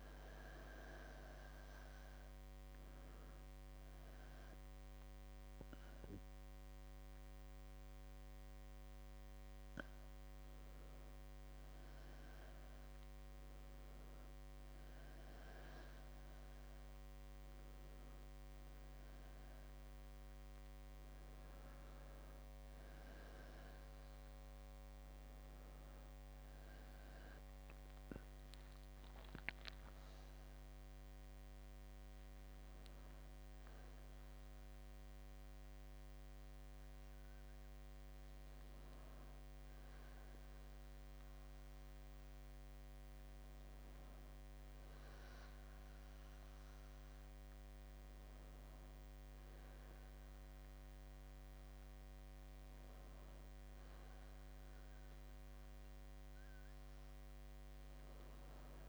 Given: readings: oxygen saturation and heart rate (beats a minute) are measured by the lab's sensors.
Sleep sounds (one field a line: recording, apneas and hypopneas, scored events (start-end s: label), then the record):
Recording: breathing in sleep, hard to hear, by a microphone on the trachea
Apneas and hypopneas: none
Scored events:
none scored
From the record:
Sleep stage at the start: N2 (light sleep)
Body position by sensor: on the back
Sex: male